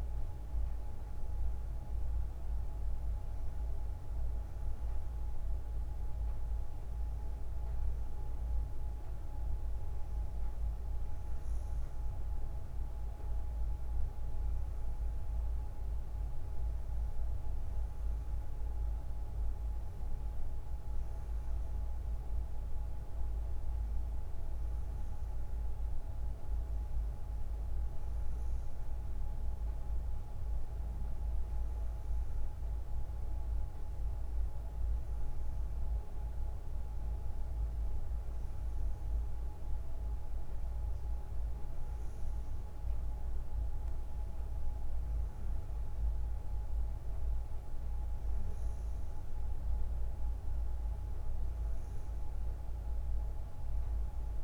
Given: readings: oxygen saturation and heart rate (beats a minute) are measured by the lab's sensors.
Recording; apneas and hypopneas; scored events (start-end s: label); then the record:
breathing in sleep, hard to hear, by a room microphone; none
41.50-54.44 s: new sleep stage, N3 (deep sleep)
From the record:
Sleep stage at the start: N2 (light sleep); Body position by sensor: on the front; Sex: female